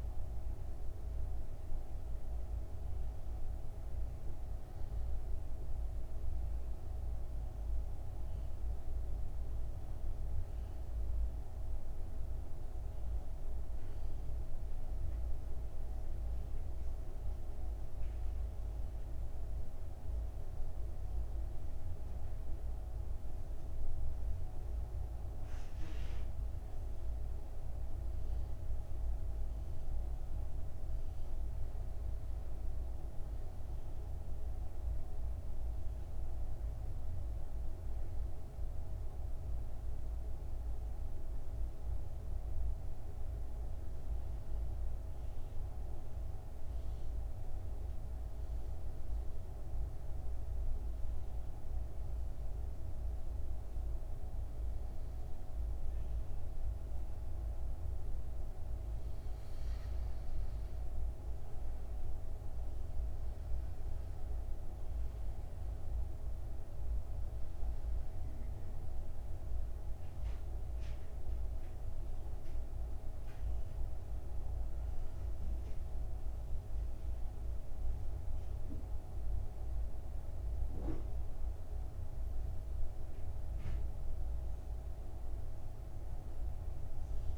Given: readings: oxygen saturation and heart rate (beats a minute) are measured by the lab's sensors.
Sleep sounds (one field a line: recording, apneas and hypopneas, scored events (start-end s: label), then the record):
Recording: breathing in sleep, hard to hear, by a room microphone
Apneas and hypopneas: 1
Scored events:
25.50-85.50 s: new sleep stage, N2 (light sleep)
38.50-42.00 s: arousal
44.50-58.00 s: obstructive apnea (oxygen 96% before, 91% lowest, heart rate 60 before, 58 extreme, up 5 after)
62.00-66.50 s: arousal
66.50-83.50 s: oxygen desaturation (device-marked, oxygen 96% before, 91% lowest, heart rate 60 before, 58 extreme)
85.50-87.38 s: new sleep stage, N1 (lightest sleep)
From the record:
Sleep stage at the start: N1 (lightest sleep)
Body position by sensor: on the back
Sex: male